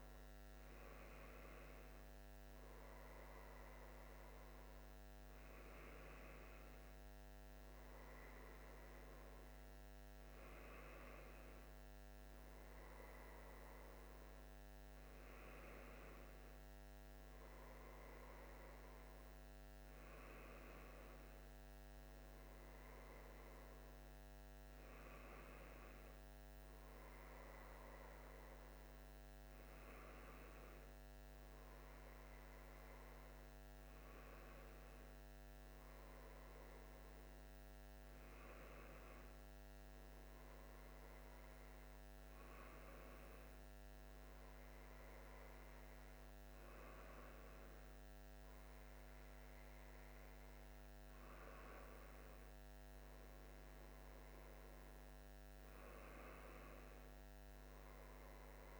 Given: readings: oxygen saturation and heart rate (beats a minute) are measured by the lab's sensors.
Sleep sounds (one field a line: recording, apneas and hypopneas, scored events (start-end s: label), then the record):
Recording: breathing in sleep, hard to hear, by a microphone on the trachea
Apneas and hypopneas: none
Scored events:
none scored
From the record:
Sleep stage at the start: N1 (lightest sleep)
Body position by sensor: on the left side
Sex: male